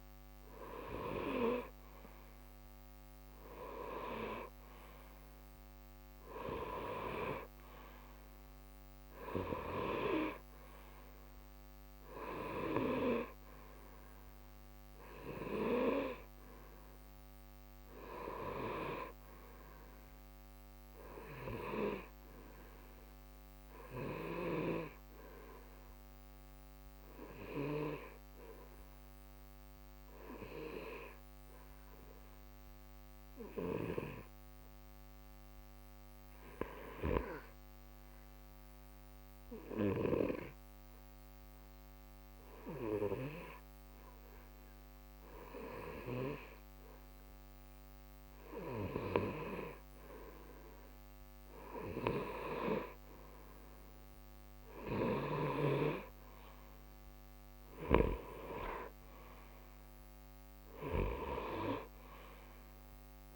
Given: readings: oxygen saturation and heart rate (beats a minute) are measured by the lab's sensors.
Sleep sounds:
breathing in sleep by a microphone on the trachea; 1
0.00-16.50 s: oxygen desaturation (device-marked, oxygen 90% lowest, heart rate 62 extreme)
26.50-46.50 s: obstructive apnea (oxygen 93% before, 89% lowest, heart rate 62 before, 61 extreme, up 0 after)
50.00-54.50 s: arousal
61.50-63.36 s: oxygen desaturation (device-marked, oxygen 93% before, 89% lowest, heart rate 61 before, 61 extreme)
From the record:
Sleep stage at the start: N2 (light sleep); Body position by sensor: on the right side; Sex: male

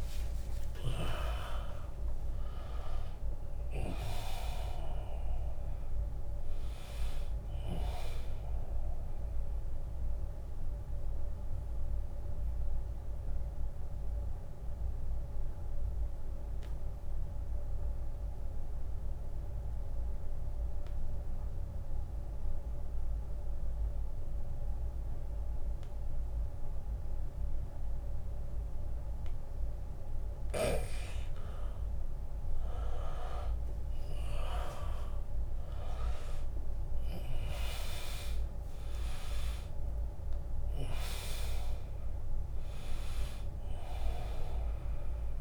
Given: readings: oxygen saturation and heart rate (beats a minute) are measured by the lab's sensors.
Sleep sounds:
breathing in sleep by a room microphone; 1
0.00-1.50 s: long interval between heartbeats (device-marked, heart rate 118 extreme)
0.00-2.00 s: drop in pulse transit time (device-marked, heart rate 77 extreme)
0.00-2.00 s: tachycardia (device-marked, heart rate 128 extreme)
0.00-20.00 s: oxygen desaturation (device-marked, oxygen 82% lowest, heart rate 74 extreme)
9.00-29.50 s: mixed apnea (oxygen 100% before, 82% lowest, heart rate 101 before, 74 extreme, up 3 after)
14.50-16.50 s: long interval between heartbeats (device-marked, heart rate 98 before, 81 extreme)
22.00-24.00 s: long interval between heartbeats (device-marked, heart rate 87 before, 79 extreme)
32.00-35.00 s: arousal
38.00-45.41 s: drop in pulse transit time (device-marked, heart rate 80 before, 74 extreme)
40.00-45.41 s: oxygen desaturation (device-marked, oxygen 100% before, 87% lowest, heart rate 80 before, 74 extreme)
From the record:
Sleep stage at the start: N2 (light sleep); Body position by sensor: on the back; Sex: male

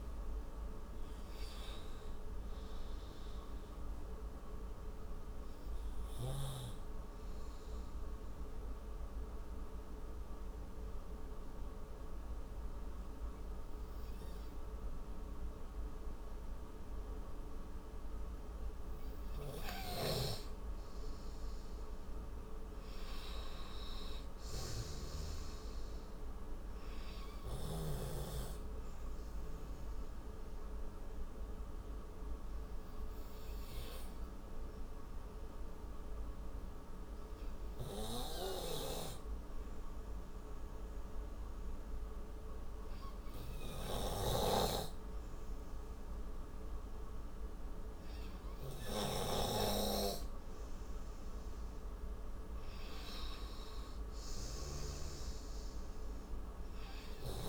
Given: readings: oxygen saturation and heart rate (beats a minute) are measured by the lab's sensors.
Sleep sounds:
breathing in sleep by a room microphone; 2
0.00-1.00 s: arousal
0.00-19.00 s: oxygen desaturation (device-marked, oxygen 91% lowest, heart rate 54 extreme)
4.50-19.00 s: obstructive apnea (oxygen 99% before, 91% lowest, heart rate 68 before, 54 extreme, up 16 after)
22.00-25.00 s: arousal
30.00-49.00 s: obstructive apnea (oxygen 97% before, 91% lowest, heart rate 60 before, 55 extreme, up 24 after)
31.00-45.00 s: oxygen desaturation (device-marked, oxygen 98% before, 92% lowest, heart rate 60 before, 55 extreme)
51.00-57.49 s: oxygen desaturation (device-marked, oxygen 99% before, 93% lowest, heart rate 60 before, 57 extreme)
52.00-55.00 s: arousal
From the record:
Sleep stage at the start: N2 (light sleep); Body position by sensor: on the right side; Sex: male

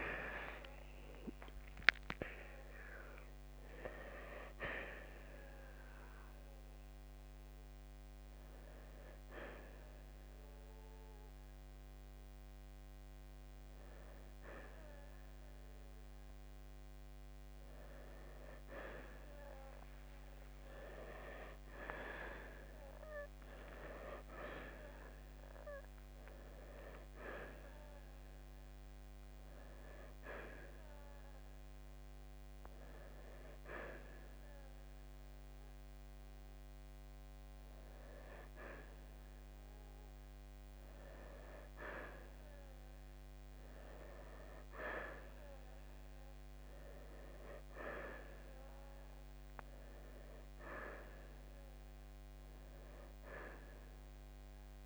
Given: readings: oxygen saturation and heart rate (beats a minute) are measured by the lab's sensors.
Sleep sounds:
breathing in sleep by a microphone on the trachea; 1
0.00-2.00 s: arousal
0.00-2.50 s: oxygen desaturation (device-marked, oxygen 86% lowest, heart rate 55 extreme)
6.00-17.00 s: hypopnea (oxygen 91% before, 86% lowest, heart rate 67 before, 55 extreme, up 25 after)
19.50-23.50 s: arousal
22.50-32.50 s: oxygen desaturation (device-marked, oxygen 90% before, 86% lowest, heart rate 67 before, 63 extreme)
44.50-54.86 s: new sleep stage, N1 (lightest sleep)
From the record:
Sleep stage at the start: N2 (light sleep); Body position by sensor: on the right side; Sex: male

